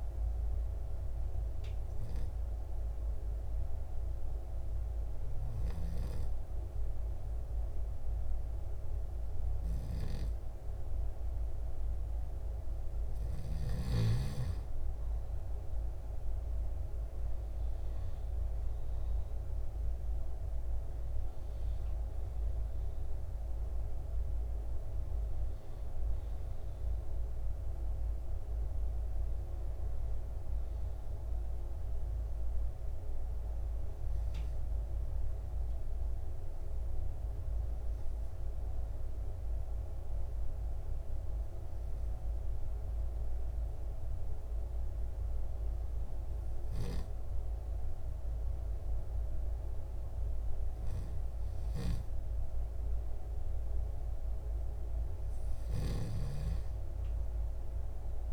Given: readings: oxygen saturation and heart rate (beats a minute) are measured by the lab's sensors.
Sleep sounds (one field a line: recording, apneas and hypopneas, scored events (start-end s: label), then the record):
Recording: breathing in sleep, hard to hear, by a room microphone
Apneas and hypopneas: 1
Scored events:
2.00-12.50 s: hypopnea (oxygen 97% before, 94% lowest, heart rate 62 before, 60 extreme, up 1 after)
16.50-20.50 s: arousal
From the record:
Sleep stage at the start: N2 (light sleep)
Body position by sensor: on the back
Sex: male